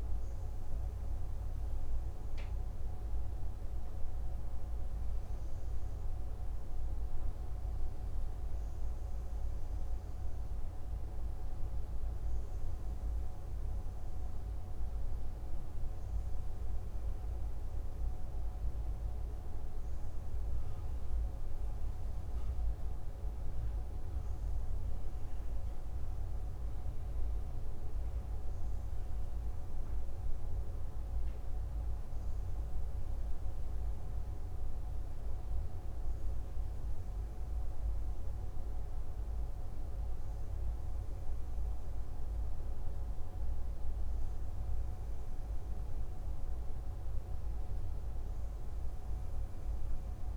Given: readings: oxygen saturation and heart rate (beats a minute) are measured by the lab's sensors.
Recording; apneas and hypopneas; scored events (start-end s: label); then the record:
breathing in sleep, hard to hear, by a room microphone; none
none scored
From the record:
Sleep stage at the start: N2 (light sleep); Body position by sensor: on the left side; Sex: male